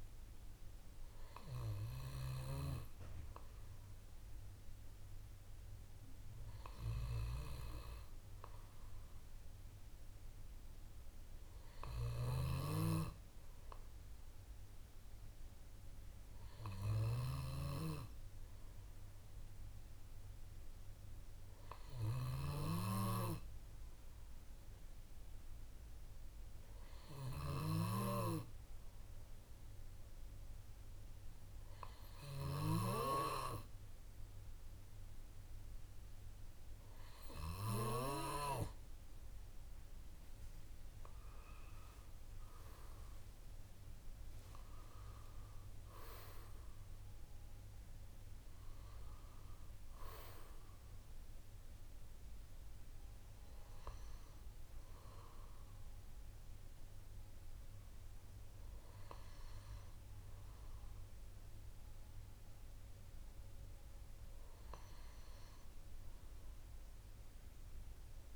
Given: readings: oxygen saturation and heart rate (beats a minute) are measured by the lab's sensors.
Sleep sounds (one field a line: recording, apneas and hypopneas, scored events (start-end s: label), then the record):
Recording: a person awake in a sleep study, by a room microphone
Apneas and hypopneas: none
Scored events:
0.00-2.50 s: snoring (device-marked)
12.00-38.00 s: snoring (device-marked)
From the record:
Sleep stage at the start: awake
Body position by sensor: on the left side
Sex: male